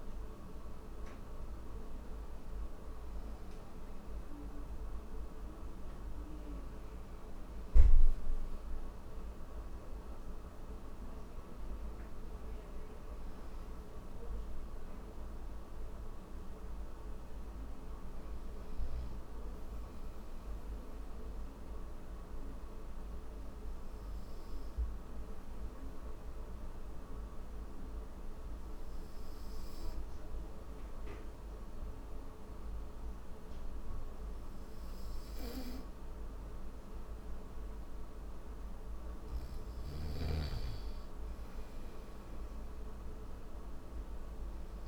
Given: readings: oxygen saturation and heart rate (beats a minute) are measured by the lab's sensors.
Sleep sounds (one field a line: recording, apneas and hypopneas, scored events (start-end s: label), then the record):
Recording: breathing in sleep, hard to hear, by a room microphone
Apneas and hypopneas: none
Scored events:
39.00-44.87 s: snoring (device-marked)
From the record:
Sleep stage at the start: N1 (lightest sleep)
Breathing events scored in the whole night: 29 in 6.0 hours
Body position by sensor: on the back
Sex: male